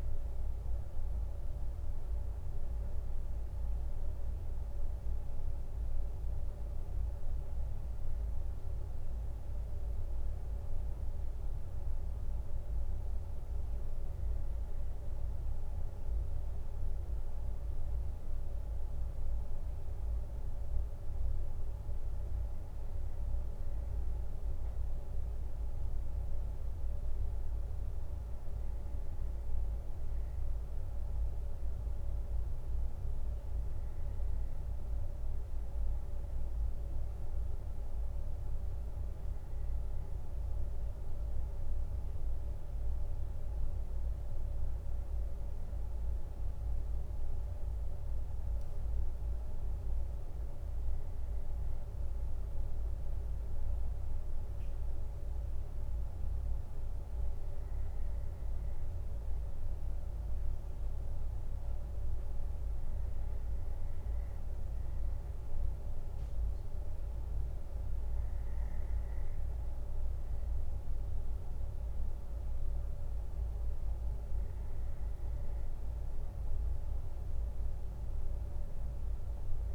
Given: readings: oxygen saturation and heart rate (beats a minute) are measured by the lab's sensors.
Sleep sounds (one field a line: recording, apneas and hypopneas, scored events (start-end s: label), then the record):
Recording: breathing in sleep, hard to hear, by a room microphone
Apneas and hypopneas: none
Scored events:
0.00-2.00 s: arousal
From the record:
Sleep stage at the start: N1 (lightest sleep)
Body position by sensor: on the left side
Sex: male